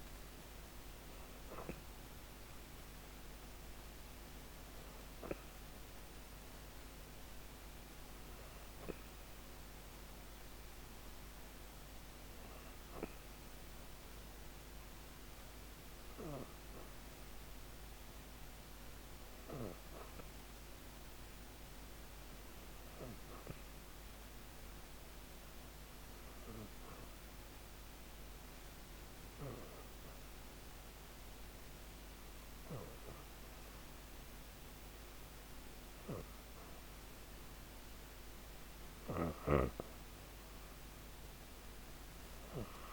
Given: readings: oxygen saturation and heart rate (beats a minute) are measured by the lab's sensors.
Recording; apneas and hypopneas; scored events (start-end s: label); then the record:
breathing in sleep by a microphone on the trachea; 1
0.00-11.50 s: oxygen desaturation (device-marked, oxygen 94% lowest, heart rate 132 extreme)
16.00-19.50 s: arousal
23.50-38.00 s: hypopnea (oxygen 96% before, 96% lowest, heart rate 175 before, 138 extreme, up 24 after)
40.50-42.93 s: arousal
From the record:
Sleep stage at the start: N2 (light sleep); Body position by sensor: on the back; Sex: female